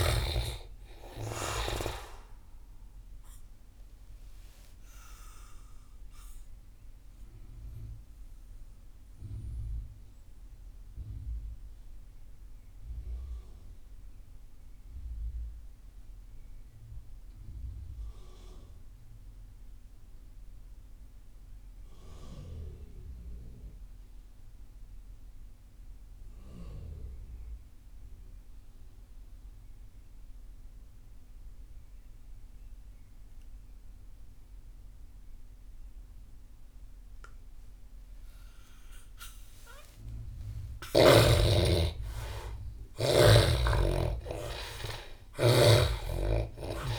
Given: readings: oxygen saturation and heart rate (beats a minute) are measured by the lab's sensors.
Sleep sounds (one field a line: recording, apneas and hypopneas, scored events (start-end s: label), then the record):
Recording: breathing in sleep by a room microphone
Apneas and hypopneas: 1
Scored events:
0.00-20.00 s: oxygen desaturation (device-marked, oxygen 73% lowest)
8.00-39.50 s: mixed apnea (oxygen 97% before, 71% lowest)
32.00-46.99 s: oxygen desaturation (device-marked, oxygen 97% before, 71% lowest)
40.50-45.00 s: arousal
From the record:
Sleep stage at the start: N2 (light sleep)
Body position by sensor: on the back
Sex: male